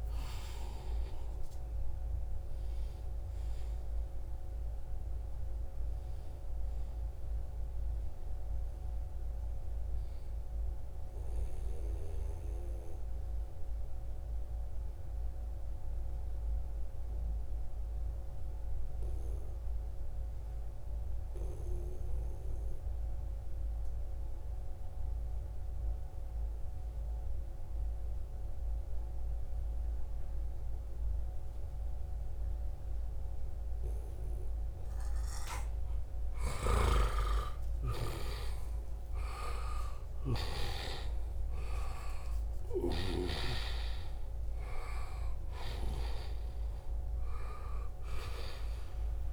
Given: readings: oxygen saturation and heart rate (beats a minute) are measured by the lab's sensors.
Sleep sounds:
breathing in sleep by a room microphone; 1
0.00-14.50 s: oxygen desaturation (device-marked, oxygen 88% lowest, heart rate 66 extreme)
0.50-2.50 s: long interval between heartbeats (device-marked, heart rate 76 before, 97 extreme)
9.00-11.00 s: long interval between heartbeats (device-marked, heart rate 87 before, 89 extreme)
11.00-13.00 s: long interval between heartbeats (device-marked, heart rate 90 before, 94 extreme)
12.00-34.00 s: obstructive apnea (oxygen 96% before, 90% lowest, heart rate 91 before, 68 extreme, up 7 after)
31.50-40.50 s: oxygen desaturation (device-marked, oxygen 98% before, 94% lowest, heart rate 76 before, 71 extreme)
35.50-40.00 s: snoring (device-marked)
39.50-45.50 s: arousal
From the record:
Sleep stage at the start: N2 (light sleep); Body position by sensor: on the right side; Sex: male

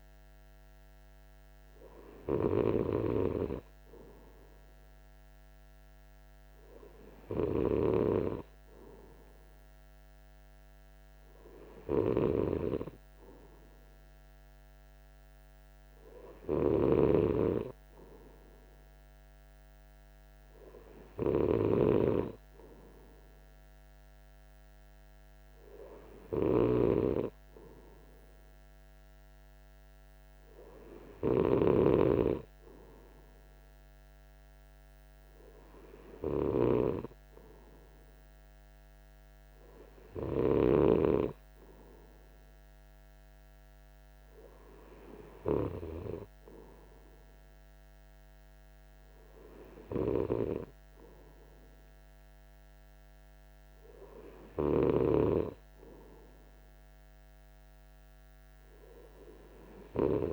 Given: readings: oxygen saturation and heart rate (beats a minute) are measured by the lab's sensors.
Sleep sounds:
breathing in sleep by a microphone on the trachea; none
none scored
From the record:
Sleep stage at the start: N3 (deep sleep); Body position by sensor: on the right side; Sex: male

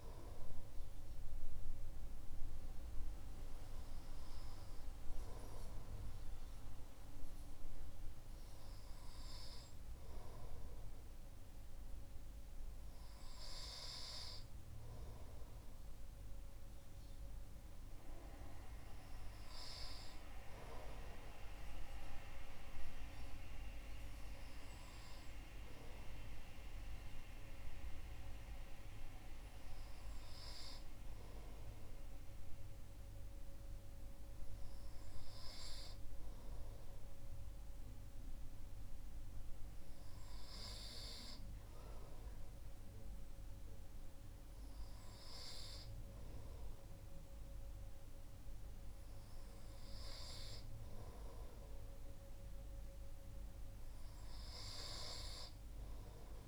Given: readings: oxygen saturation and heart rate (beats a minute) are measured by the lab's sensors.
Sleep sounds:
breathing in sleep by a room microphone; none
none scored
From the record:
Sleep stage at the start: N2 (light sleep); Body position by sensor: on the right side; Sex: male

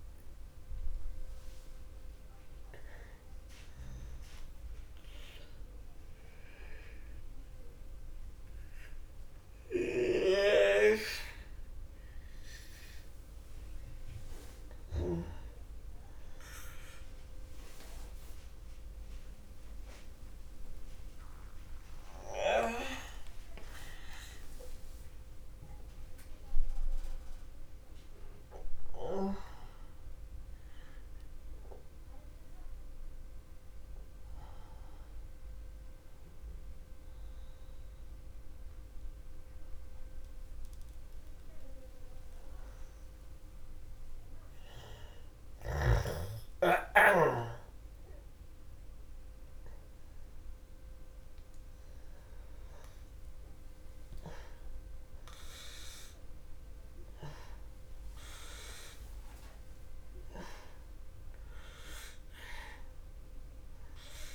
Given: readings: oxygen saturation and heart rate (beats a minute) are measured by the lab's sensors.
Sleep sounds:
breathing in sleep by a room microphone; 1
9.00-25.00 s: oxygen desaturation (device-marked, oxygen 98% before, 93% lowest, heart rate 58 before, 35 extreme)
24.50-29.00 s: arousal
31.00-46.50 s: hypopnea (oxygen 97% before, 92% lowest, heart rate 44 before, 56 extreme, up 10 after)
47.00-52.00 s: arousal
From the record:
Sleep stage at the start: N2 (light sleep); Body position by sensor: on the back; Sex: male

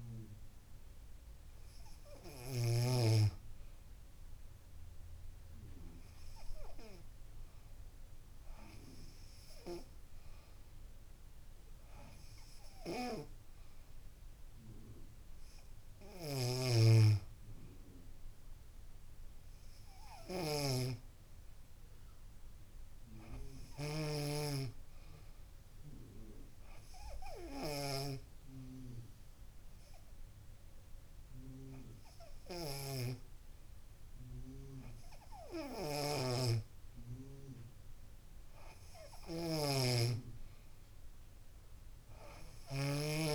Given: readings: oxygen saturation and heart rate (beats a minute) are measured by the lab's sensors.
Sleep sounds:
breathing in sleep by a room microphone; none
27.00-30.00 s: arousal
From the record:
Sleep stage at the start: N2 (light sleep); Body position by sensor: on the back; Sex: female

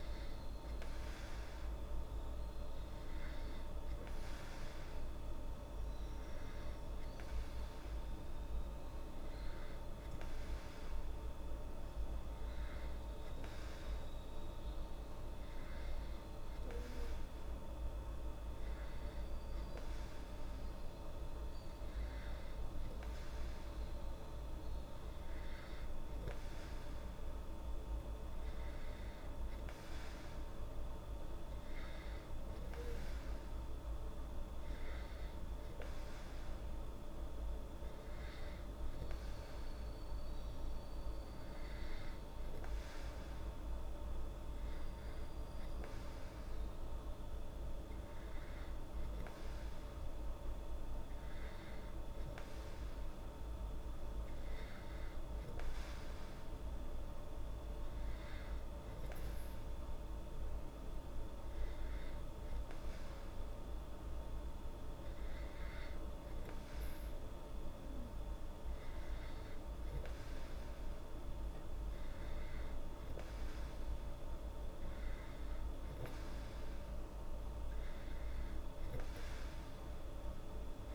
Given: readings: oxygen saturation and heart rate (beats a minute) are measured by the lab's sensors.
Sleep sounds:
breathing in sleep, hard to hear, by a room microphone; none
none scored
From the record:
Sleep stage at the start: N2 (light sleep); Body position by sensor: on the back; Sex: female

